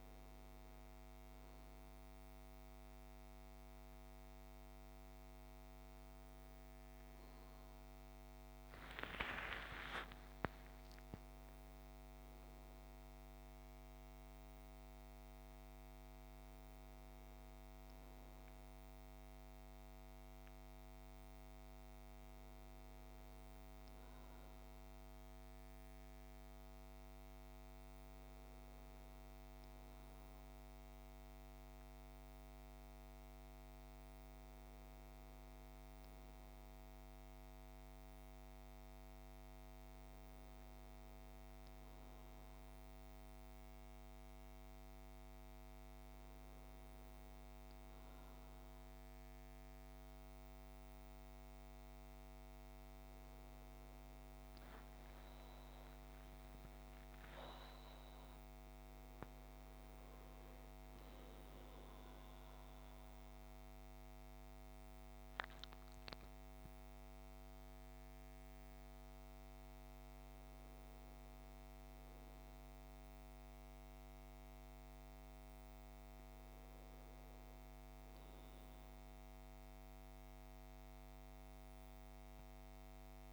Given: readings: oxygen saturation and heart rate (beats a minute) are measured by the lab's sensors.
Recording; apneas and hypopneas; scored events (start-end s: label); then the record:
breathing in sleep, hard to hear, by a microphone on the trachea; none
9.00-13.00 s: arousal
54.50-58.50 s: arousal
From the record:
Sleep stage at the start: N1 (lightest sleep); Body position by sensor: on the back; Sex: male